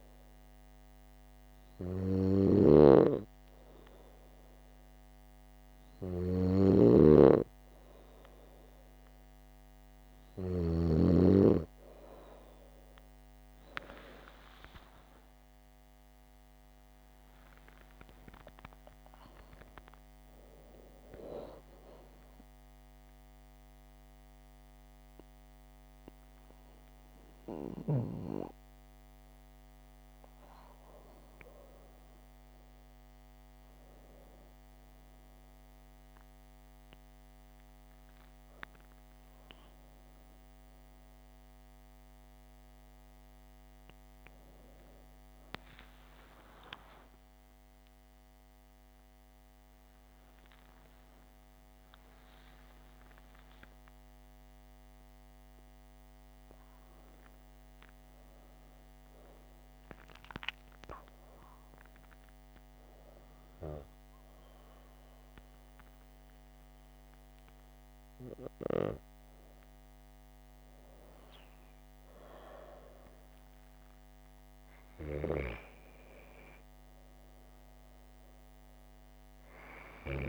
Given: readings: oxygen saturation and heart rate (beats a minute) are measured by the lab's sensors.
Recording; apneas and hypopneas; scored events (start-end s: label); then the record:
breathing in sleep by a microphone on the trachea; none
0.00-11.00 s: snoring (device-marked)
14.00-18.00 s: arousal
41.50-46.00 s: arousal
From the record:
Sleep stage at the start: N2 (light sleep); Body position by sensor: on the back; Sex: female